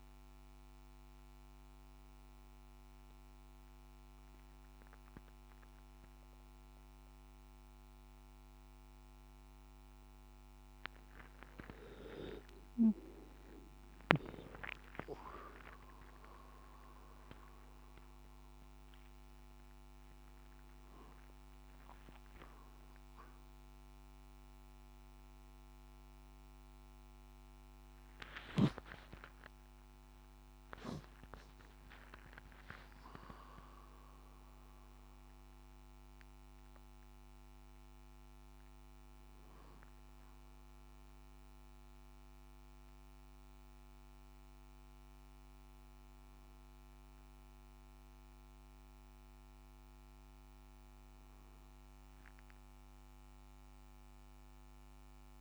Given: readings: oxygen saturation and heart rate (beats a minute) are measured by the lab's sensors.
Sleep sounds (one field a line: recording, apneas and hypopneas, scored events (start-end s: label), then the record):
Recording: breathing in sleep by a microphone on the trachea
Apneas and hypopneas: none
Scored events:
15.50-22.00 s: arousal
29.00-34.00 s: arousal
From the record:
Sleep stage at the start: N1 (lightest sleep)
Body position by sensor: on the back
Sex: male